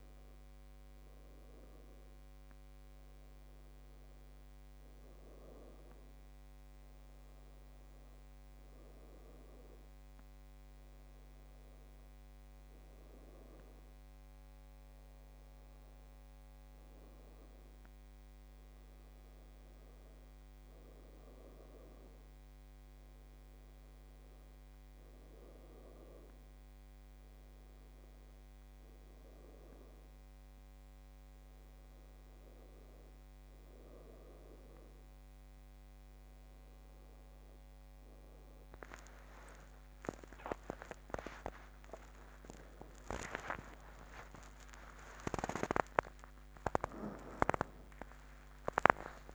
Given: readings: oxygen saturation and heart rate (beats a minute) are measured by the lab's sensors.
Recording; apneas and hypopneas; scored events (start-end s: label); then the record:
breathing in sleep by a microphone on the trachea; none
46.00-49.35 s: new sleep stage, awake
From the record:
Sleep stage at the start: N2 (light sleep); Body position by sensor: on the back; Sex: female